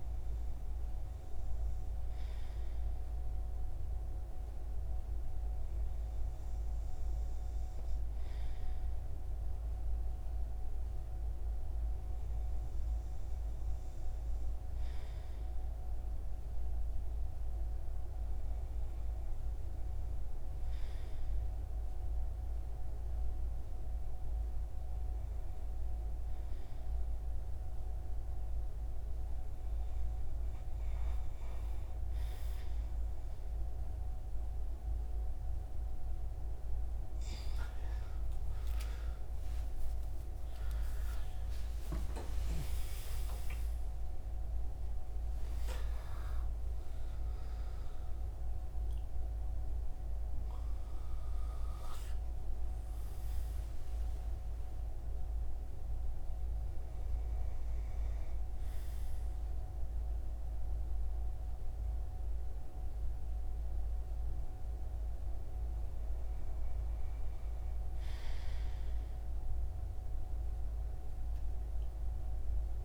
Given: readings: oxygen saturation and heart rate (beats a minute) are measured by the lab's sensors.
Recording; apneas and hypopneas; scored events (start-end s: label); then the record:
breathing in sleep, hard to hear, by a room microphone; none
38.50-44.00 s: arousal
70.50-72.85 s: new sleep stage, awake
From the record:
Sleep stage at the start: N2 (light sleep); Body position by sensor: on the right side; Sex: male